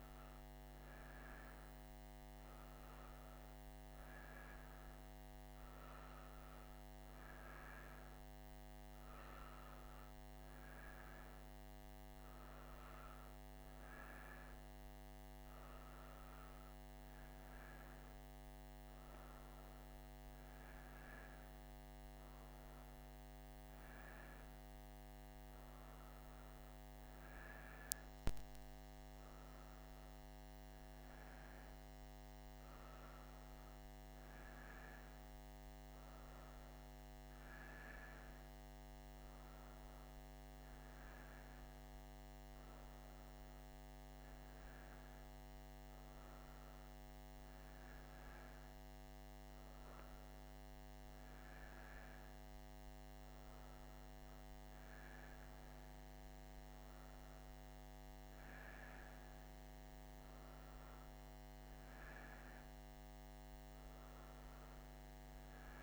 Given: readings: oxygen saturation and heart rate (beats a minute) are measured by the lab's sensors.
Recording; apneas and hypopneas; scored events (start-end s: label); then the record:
breathing in sleep, hard to hear, by a microphone on the trachea; none
none scored
From the record:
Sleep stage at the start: N1 (lightest sleep); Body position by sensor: on the right side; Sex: female